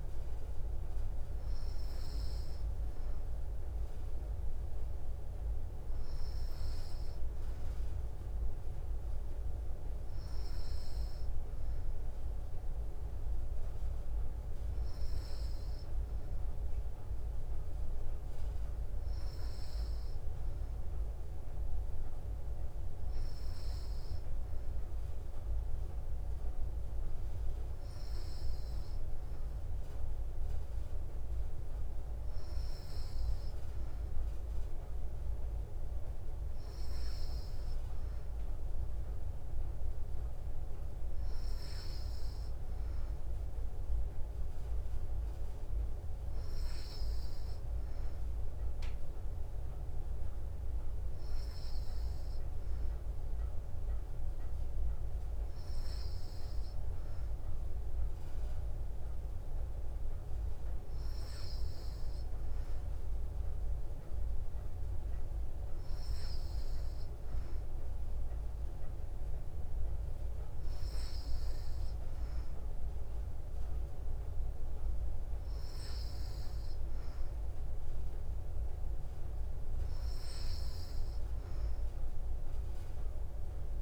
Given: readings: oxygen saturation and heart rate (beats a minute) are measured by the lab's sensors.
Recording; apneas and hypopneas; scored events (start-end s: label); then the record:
breathing in sleep, hard to hear, by a room microphone; none
none scored
From the record:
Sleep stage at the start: N3 (deep sleep); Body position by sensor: on the back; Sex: female